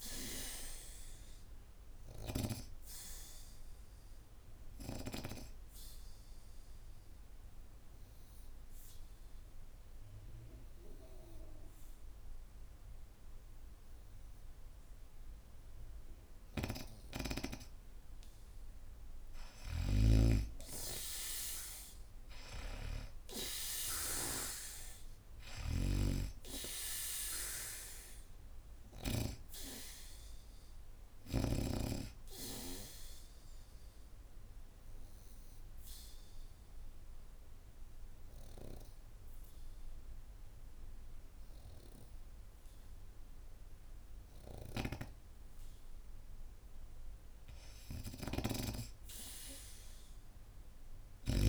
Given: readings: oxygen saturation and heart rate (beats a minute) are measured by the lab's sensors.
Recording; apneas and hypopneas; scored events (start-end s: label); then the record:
breathing in sleep by a room microphone; 2
0.00-13.00 s: oxygen desaturation (device-marked, oxygen 88% lowest, heart rate 70 extreme)
3.00-17.00 s: obstructive apnea (oxygen 95% before, 82% lowest, heart rate 75 before, 70 extreme, up 1 after)
19.00-21.50 s: arousal
19.50-31.50 s: snoring (device-marked)
23.00-44.00 s: oxygen desaturation (device-marked, oxygen 98% before, 85% lowest, heart rate 72 before, 69 extreme)
32.00-45.50 s: obstructive apnea (oxygen 98% before, 71% lowest, heart rate 72 before, 69 extreme, up 1 after)
47.00-49.50 s: arousal
49.00-51.49 s: oxygen desaturation (device-marked, oxygen 98% before, 82% lowest, heart rate 73 before, 65 extreme)
From the record:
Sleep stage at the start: N2 (light sleep); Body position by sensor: on the back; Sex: female